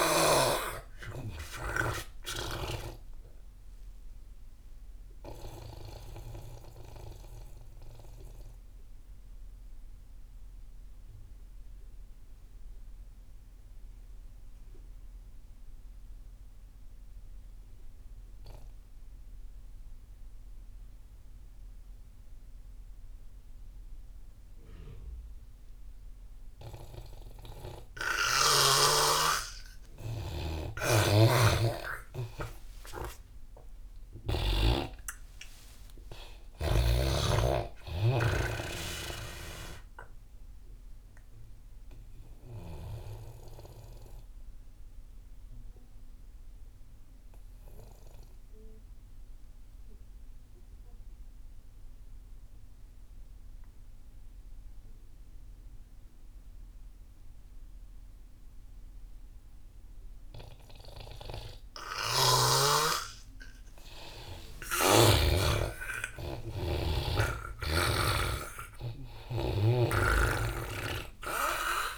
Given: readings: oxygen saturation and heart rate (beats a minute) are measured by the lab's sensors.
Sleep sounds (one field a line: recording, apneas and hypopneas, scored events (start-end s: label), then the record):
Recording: breathing in sleep by a room microphone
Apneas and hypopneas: 2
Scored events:
0.00-16.50 s: oxygen desaturation (device-marked, oxygen 83% lowest)
5.00-29.00 s: obstructive apnea (oxygen 99% before, 83% lowest)
31.00-35.00 s: arousal
31.00-35.00 s: snoring (device-marked)
32.50-54.50 s: oxygen desaturation (device-marked, oxygen 98% before, 86% lowest)
41.00-63.00 s: obstructive apnea (oxygen 98% before, 84% lowest)
62.50-71.98 s: oxygen desaturation (device-marked, oxygen 97% before, 86% lowest)
64.00-68.00 s: arousal
From the record:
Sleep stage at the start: N2 (light sleep)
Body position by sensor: on the back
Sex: male